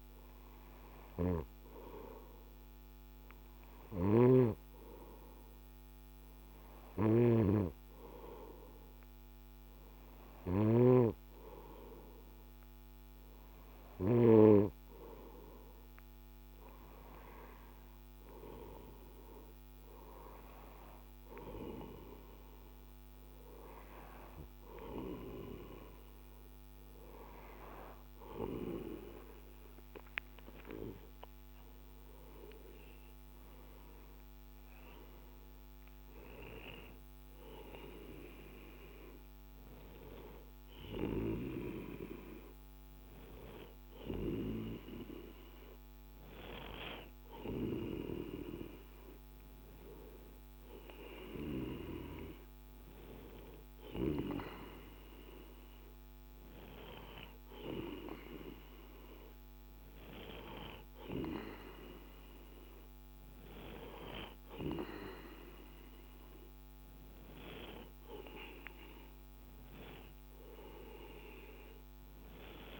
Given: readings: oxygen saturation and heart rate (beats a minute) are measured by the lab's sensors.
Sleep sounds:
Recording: breathing in sleep by a microphone on the trachea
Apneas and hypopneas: none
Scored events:
3.00-13.50 s: snoring (device-marked)
30.00-34.50 s: arousal
From the record:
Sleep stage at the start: N2 (light sleep)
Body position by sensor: on the right side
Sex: male

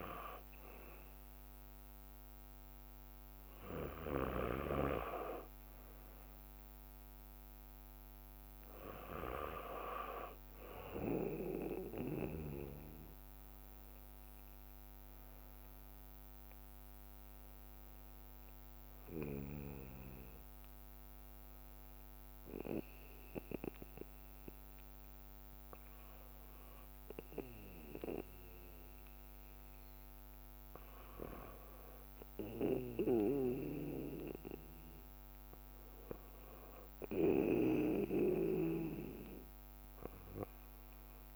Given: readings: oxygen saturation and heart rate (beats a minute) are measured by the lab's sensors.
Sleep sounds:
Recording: breathing in sleep by a microphone on the trachea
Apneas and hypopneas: 1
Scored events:
0.00-12.00 s: bradycardia (device-marked, heart rate 57 extreme)
2.00-21.00 s: drop in pulse transit time (device-marked, heart rate 61 before, 58 extreme)
3.00-8.00 s: leg movement (device-marked)
12.50-19.00 s: leg movement (device-marked)
14.00-18.50 s: arousal
19.00-35.00 s: bradycardia (device-marked, heart rate 60 before, 57 extreme)
22.00-35.00 s: hypopnea (oxygen 96% before, 93% lowest, heart rate 59 before, 57 extreme, up 3 after)
29.50-39.00 s: leg movement (device-marked)
36.00-39.00 s: bradycardia (device-marked, heart rate 60 before, 58 extreme)
39.00-41.35 s: arousal
From the record:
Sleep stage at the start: N2 (light sleep)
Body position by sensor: on the back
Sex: male

